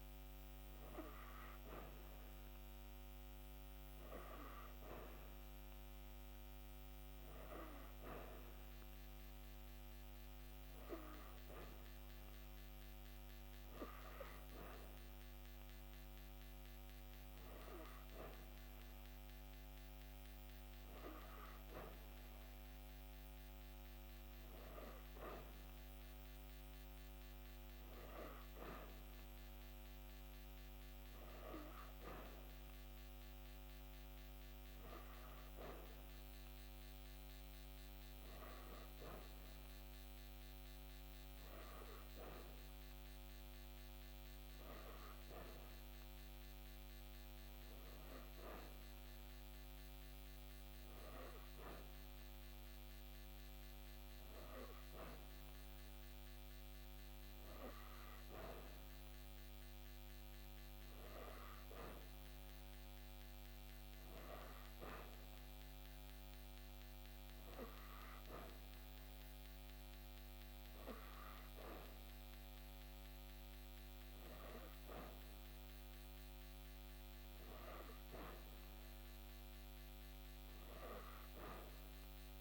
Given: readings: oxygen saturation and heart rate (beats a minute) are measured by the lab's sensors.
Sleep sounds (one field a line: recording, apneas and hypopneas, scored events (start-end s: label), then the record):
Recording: breathing in sleep by a microphone on the trachea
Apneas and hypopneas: none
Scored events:
none scored
From the record:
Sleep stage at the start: N3 (deep sleep)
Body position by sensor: on the back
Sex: female